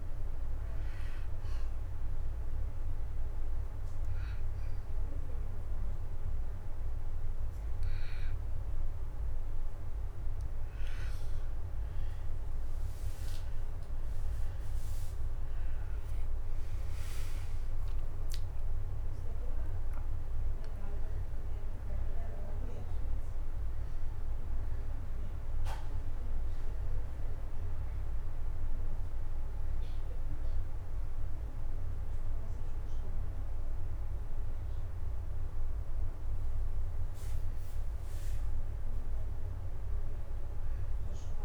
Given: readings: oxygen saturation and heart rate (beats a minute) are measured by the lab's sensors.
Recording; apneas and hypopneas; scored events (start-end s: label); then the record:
breathing in sleep, hard to hear, by a room microphone; 2
0.00-12.00 s: oxygen desaturation (device-marked, oxygen 91% lowest)
1.50-11.50 s: obstructive apnea (oxygen 96% before, 85% lowest)
14.00-35.00 s: oxygen desaturation (device-marked, oxygen 96% before, 90% lowest)
17.50-22.00 s: arousal
27.00-37.00 s: hypopnea (oxygen 96% before, 85% lowest, heart rate 65 before, 77 extreme, up 0 after)
38.00-40.00 s: arousal
From the record:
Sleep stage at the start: N2 (light sleep); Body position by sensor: on the back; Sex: male